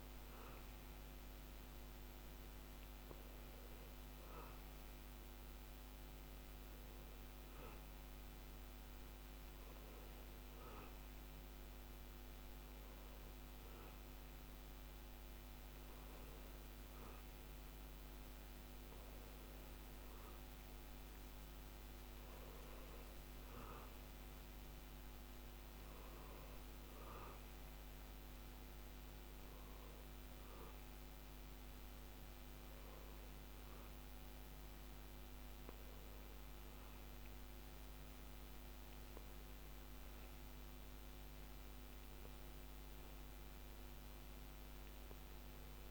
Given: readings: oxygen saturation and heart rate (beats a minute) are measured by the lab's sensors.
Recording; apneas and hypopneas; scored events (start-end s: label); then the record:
breathing in sleep, hard to hear, by a microphone on the trachea; none
none scored
From the record:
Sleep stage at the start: N2 (light sleep); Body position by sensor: on the back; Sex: male